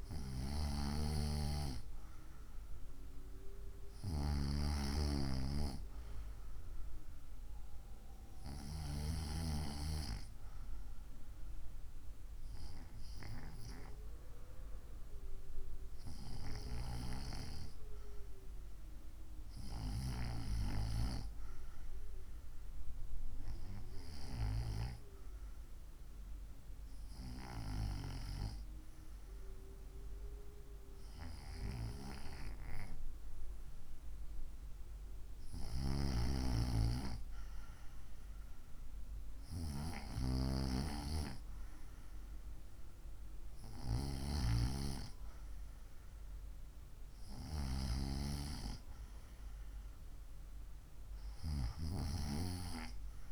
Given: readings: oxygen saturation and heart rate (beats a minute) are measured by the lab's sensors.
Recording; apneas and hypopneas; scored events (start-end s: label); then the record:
breathing in sleep by a room microphone; none
none scored
From the record:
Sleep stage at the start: N2 (light sleep); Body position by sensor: on the right side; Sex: female